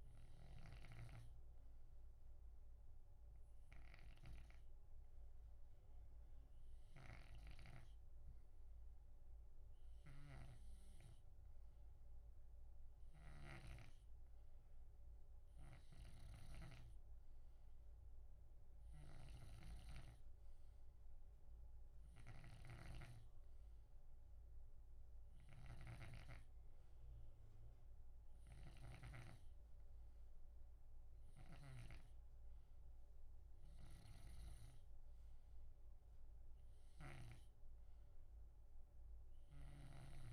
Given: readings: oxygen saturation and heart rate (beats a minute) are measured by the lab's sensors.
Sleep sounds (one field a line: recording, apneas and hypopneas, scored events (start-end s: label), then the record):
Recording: breathing in sleep by a room microphone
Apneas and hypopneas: none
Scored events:
0.00-13.50 s: snoring (device-marked)
15.50-32.00 s: snoring (device-marked)
34.00-37.50 s: snoring (device-marked)
From the record:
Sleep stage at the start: N2 (light sleep)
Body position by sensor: on the left side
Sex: male